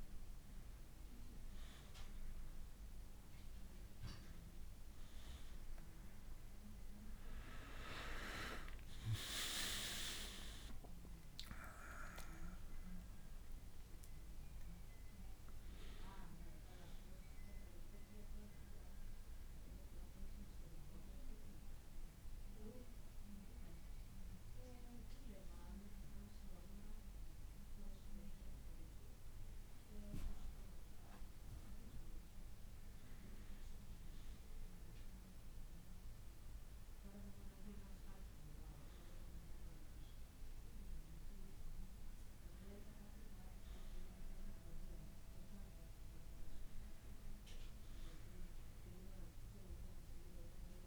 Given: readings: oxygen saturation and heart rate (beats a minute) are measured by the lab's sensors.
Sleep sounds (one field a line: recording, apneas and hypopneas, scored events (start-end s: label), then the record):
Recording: breathing in sleep by a room microphone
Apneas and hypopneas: none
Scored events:
8.00-11.50 s: arousal
From the record:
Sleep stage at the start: N1 (lightest sleep)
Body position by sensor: on the back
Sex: male